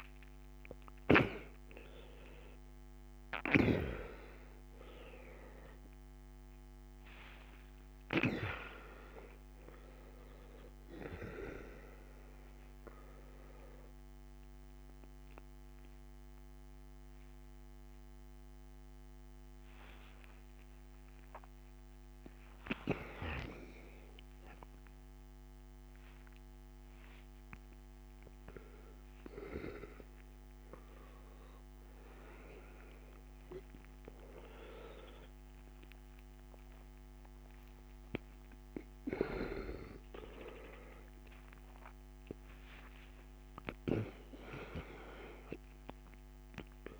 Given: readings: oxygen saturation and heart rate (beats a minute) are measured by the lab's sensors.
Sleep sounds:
a person awake in a sleep study, by a microphone on the trachea; none
0.00-26.00 s: oxygen desaturation (device-marked, oxygen 91% lowest, heart rate 60 extreme)
41.00-47.00 s: oxygen desaturation (device-marked, oxygen 99% before, 93% lowest, heart rate 101 before, 82 extreme)
From the record:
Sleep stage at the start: awake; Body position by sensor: upright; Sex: male

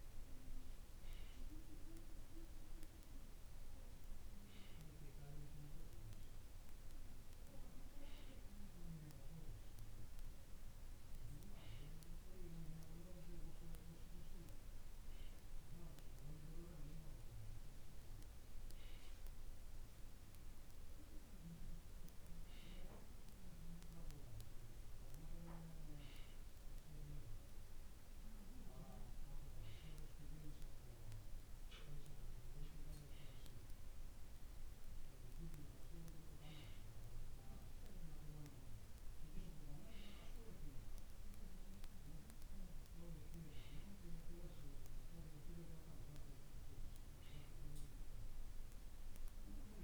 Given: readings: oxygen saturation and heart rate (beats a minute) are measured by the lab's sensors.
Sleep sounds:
breathing in sleep by a room microphone; none
none scored
From the record:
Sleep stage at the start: N2 (light sleep); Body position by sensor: on the right side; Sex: male

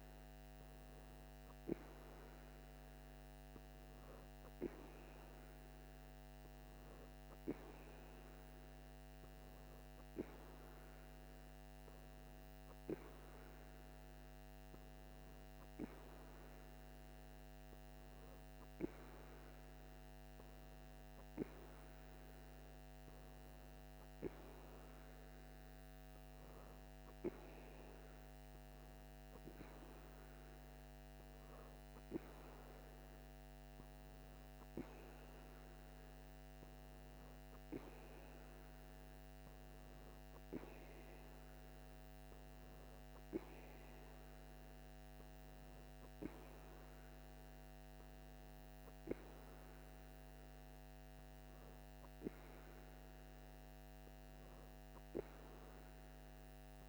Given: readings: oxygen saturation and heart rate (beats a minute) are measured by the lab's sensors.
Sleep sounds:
breathing in sleep by a microphone on the trachea; none
none scored
From the record:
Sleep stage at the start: N2 (light sleep); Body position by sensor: on the right side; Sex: female

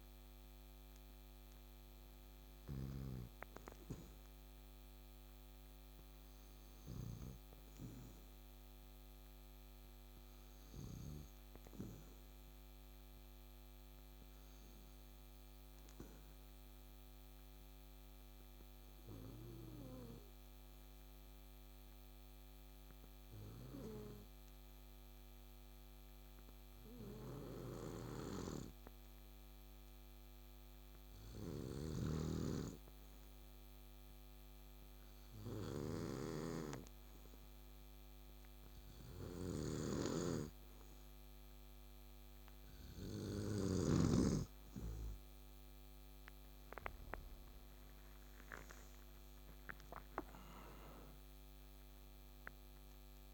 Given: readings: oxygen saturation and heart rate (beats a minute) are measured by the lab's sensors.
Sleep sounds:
breathing in sleep by a microphone on the trachea; 1
0.00-1.00 s: arousal
11.50-42.50 s: obstructive apnea (oxygen 98% before, 90% lowest, heart rate 68 before, 65 extreme, up 7 after)
38.00-53.34 s: oxygen desaturation (device-marked, oxygen 96% before, 90% lowest, heart rate 69 before, 65 extreme)
45.50-49.00 s: arousal
From the record:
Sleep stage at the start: N2 (light sleep); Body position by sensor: on the back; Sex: male

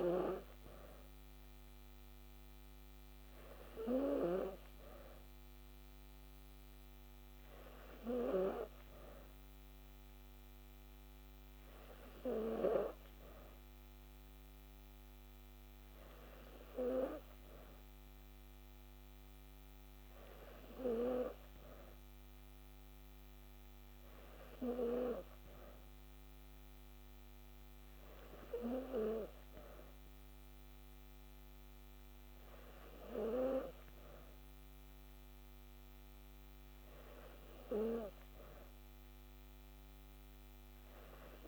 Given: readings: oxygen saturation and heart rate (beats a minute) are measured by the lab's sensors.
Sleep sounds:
breathing in sleep by a microphone on the trachea; none
none scored
From the record:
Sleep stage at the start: N3 (deep sleep); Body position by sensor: on the back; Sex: female

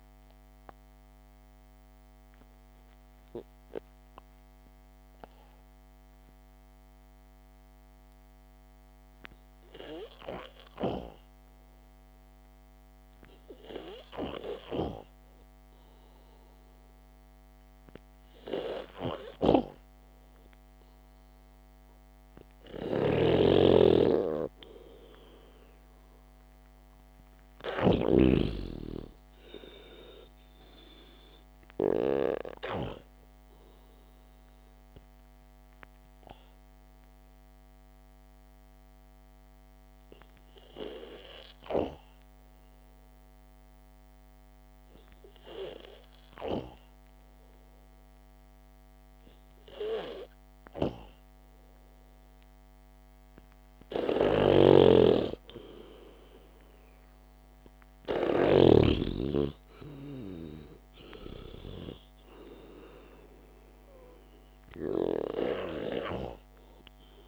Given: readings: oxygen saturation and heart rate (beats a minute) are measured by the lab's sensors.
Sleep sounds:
breathing in sleep by a microphone on the trachea; 2
1.00-17.00 s: obstructive apnea (oxygen 97% before, 92% lowest, heart rate 57 before, 53 extreme, up 1 after)
21.00-25.00 s: arousal
23.50-28.50 s: snoring (device-marked)
30.00-43.00 s: oxygen desaturation (device-marked, oxygen 97% before, 93% lowest, heart rate 61 before, 54 extreme)
35.50-51.50 s: hypopnea (oxygen 97% before, 92% lowest, heart rate 59 before, 48 extreme, up 1 after)
54.50-59.00 s: snoring (device-marked)
58.50-62.50 s: arousal
63.00-65.00 s: long interval between heartbeats (device-marked, heart rate 61 before, 62 extreme)
From the record:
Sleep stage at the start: N2 (light sleep); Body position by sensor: on the back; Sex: male

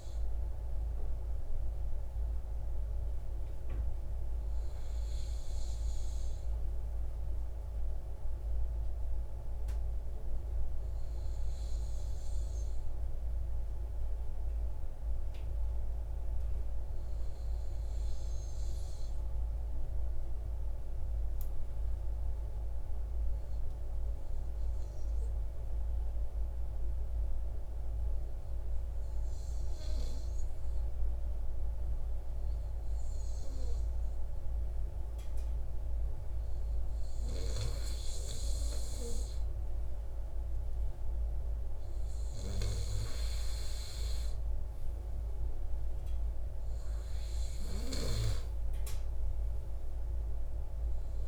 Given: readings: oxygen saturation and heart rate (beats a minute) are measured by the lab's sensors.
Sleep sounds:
breathing in sleep, hard to hear, by a room microphone; 1
6.50-40.00 s: obstructive apnea (oxygen 97% before, 95% lowest, heart rate 160 before, 78 extreme, up 29 after)
42.50-47.50 s: arousal
From the record:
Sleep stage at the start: N2 (light sleep); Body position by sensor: on the right side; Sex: male

